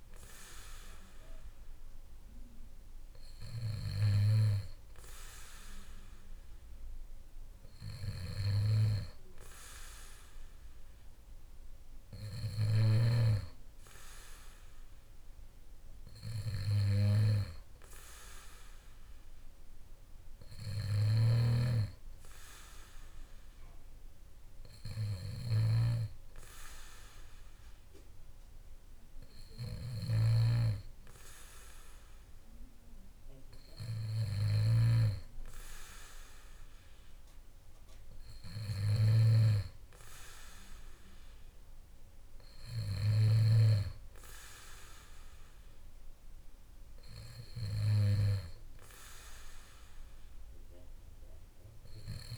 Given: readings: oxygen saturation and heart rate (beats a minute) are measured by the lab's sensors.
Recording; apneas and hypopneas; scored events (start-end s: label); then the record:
breathing in sleep by a room microphone; none
21.00-43.50 s: snoring (device-marked)
From the record:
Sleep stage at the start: N2 (light sleep); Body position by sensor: on the back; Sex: male